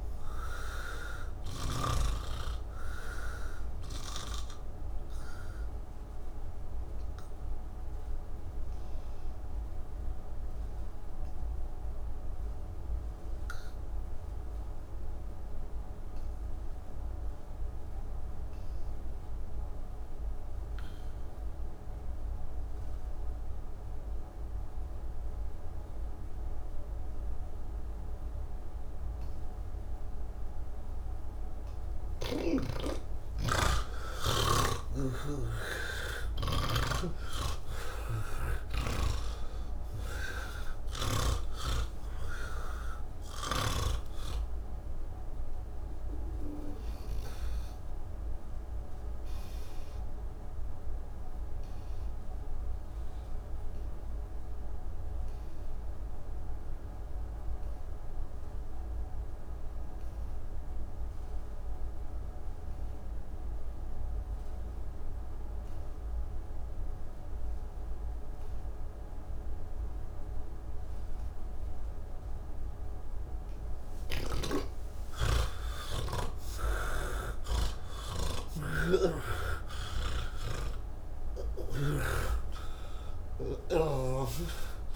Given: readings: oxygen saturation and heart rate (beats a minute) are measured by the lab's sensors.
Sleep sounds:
breathing in sleep by a room microphone; 2
0.00-2.00 s: snoring (device-marked)
0.00-16.00 s: oxygen desaturation (device-marked, oxygen 80% lowest, heart rate 29 extreme)
4.00-30.50 s: obstructive apnea (oxygen 97% before, 80% lowest, heart rate 85 before, 29 extreme)
32.00-62.00 s: oxygen desaturation (device-marked, oxygen 98% before, 82% lowest)
37.00-41.50 s: snoring (device-marked)
43.50-47.00 s: snoring (device-marked)
48.00-72.50 s: obstructive apnea (oxygen 98% before, 82% lowest)
70.00-84.96 s: oxygen desaturation (device-marked, oxygen 98% before, 83% lowest)
From the record:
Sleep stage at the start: N1 (lightest sleep); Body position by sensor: on the back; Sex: male

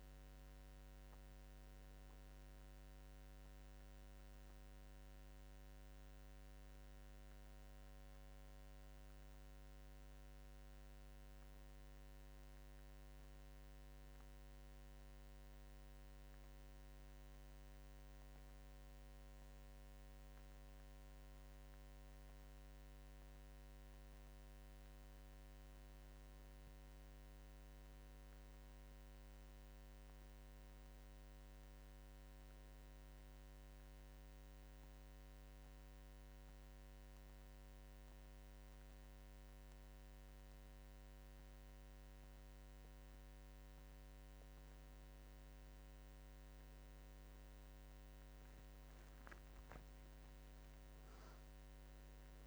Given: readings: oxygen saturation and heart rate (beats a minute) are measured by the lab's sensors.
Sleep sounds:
breathing in sleep, hard to hear, by a microphone on the trachea; 1
26.50-30.50 s: arousal
34.50-45.50 s: central apnea (oxygen 96% before, 91% lowest, heart rate 69 before, 69 extreme, up 13 after)
48.00-51.00 s: arousal
From the record:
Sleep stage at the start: N2 (light sleep); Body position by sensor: on the back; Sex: male

